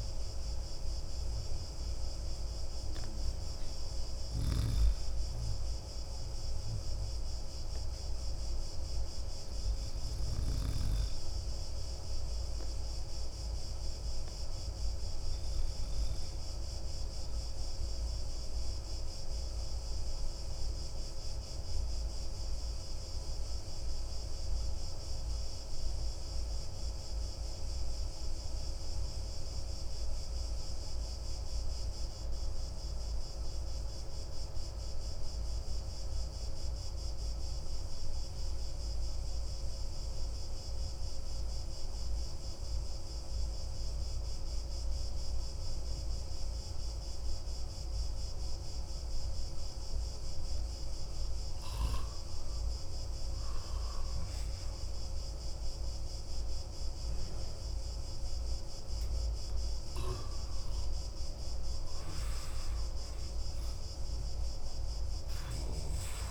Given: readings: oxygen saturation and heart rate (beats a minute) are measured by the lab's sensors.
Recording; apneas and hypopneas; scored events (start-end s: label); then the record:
breathing in sleep, hard to hear, by a room microphone; 1
9.50-21.50 s: oxygen desaturation (device-marked, oxygen 94% before, 91% lowest)
18.00-49.50 s: obstructive apnea (oxygen 94% before, 93% lowest)
49.50-63.50 s: oxygen desaturation (device-marked, oxygen 98% before, 95% lowest)
51.50-54.00 s: arousal
From the record:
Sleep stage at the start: N2 (light sleep); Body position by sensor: on the back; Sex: male